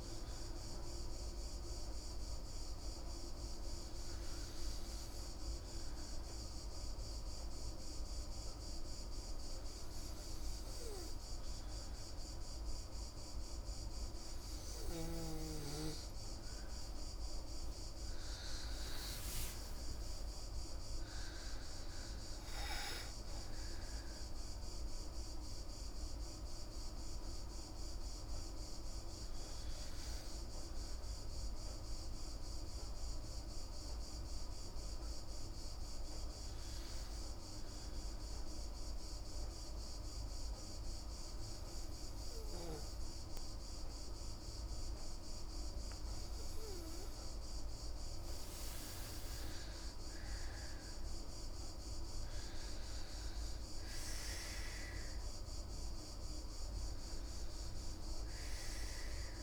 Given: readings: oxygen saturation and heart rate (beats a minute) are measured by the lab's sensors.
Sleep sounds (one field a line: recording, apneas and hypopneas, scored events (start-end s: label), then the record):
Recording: breathing in sleep, hard to hear, by a room microphone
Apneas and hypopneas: 2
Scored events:
0.50-15.50 s: hypopnea (oxygen 97% before, 93% lowest, heart rate 81 before, 29 extreme, up 9 after)
19.50-23.50 s: arousal
31.50-45.50 s: hypopnea (oxygen 97% before, 93% lowest, heart rate 57 before, 38 extreme, up 28 after)
49.00-52.50 s: arousal
From the record:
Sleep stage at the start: N3 (deep sleep)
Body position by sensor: on the back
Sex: female